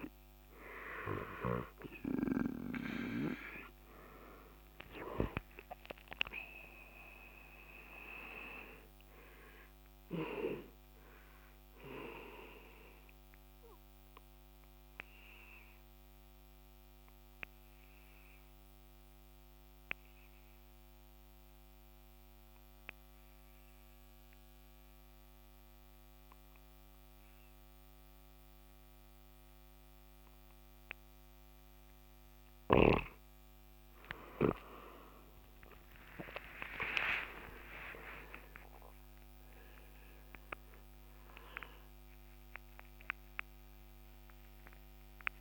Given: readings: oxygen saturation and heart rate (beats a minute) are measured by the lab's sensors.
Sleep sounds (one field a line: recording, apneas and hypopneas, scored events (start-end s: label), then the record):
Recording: breathing in sleep by a microphone on the trachea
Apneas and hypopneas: 1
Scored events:
0.00-5.50 s: arousal
2.00-17.00 s: oxygen desaturation (device-marked, oxygen 96% before, 93% lowest, heart rate 68 before, 64 extreme)
12.50-33.50 s: obstructive apnea (oxygen 96% before, 91% lowest, heart rate 70 before, 64 extreme, up 13 after)
35.00-40.50 s: arousal
42.00-45.41 s: oxygen desaturation (device-marked, oxygen 95% before, 92% lowest, heart rate 68 before, 66 extreme)
From the record:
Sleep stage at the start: N2 (light sleep)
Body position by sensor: on the right side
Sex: male